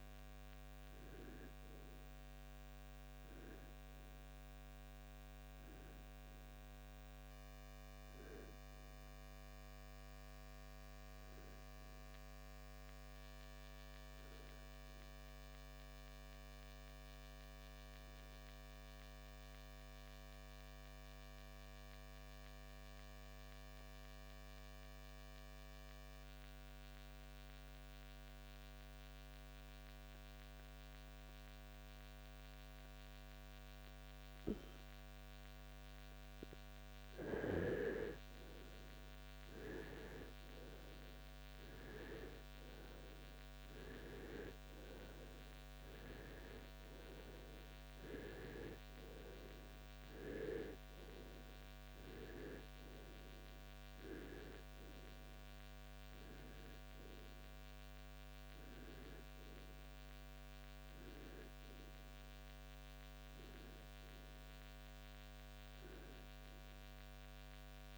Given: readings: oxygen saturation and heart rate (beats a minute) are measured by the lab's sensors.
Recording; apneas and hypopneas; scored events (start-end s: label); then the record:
breathing in sleep by a microphone on the trachea; 1
0.00-26.00 s: oxygen desaturation (device-marked, oxygen 85% lowest, heart rate 56 extreme)
9.50-13.00 s: arousal
15.50-37.00 s: obstructive apnea (oxygen 95% before, 85% lowest, heart rate 74 before, 56 extreme, up 5 after)
39.00-43.00 s: arousal
48.00-67.98 s: oxygen desaturation (device-marked, oxygen 97% before, 85% lowest, heart rate 60 before, 47 extreme)
66.50-67.98 s: arousal
From the record:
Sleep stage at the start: REM sleep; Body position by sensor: on the right side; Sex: male